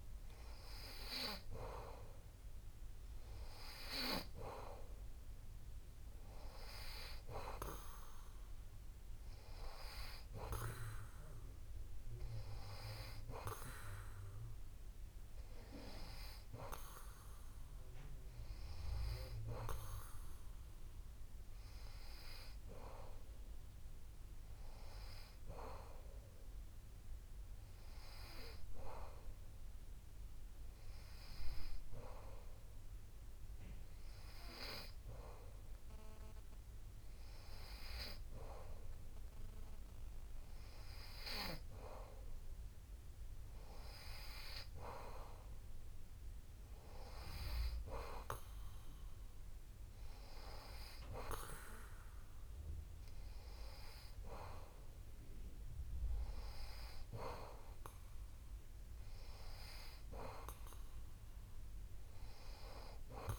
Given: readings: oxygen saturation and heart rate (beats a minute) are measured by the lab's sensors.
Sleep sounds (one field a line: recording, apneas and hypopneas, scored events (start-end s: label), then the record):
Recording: breathing in sleep by a room microphone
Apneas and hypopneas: none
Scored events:
0.00-1.00 s: arousal
From the record:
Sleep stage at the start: N2 (light sleep)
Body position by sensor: on the back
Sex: male